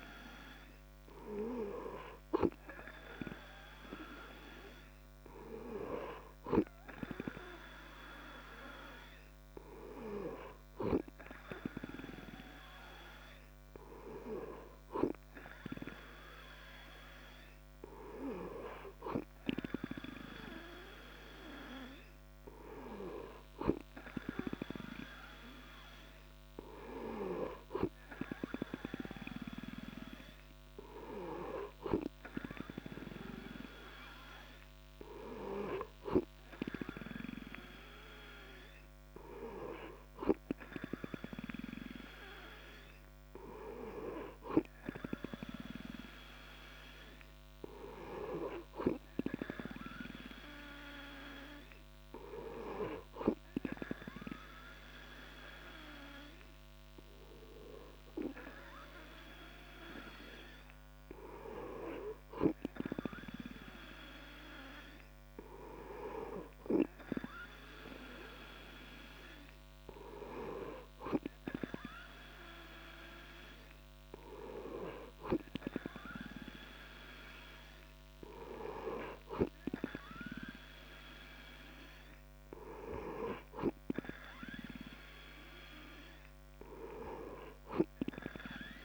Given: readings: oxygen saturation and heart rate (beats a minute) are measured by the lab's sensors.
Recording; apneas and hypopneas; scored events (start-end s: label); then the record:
breathing in sleep by a microphone on the trachea; none
none scored
From the record:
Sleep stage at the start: N2 (light sleep); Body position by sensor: on the back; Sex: male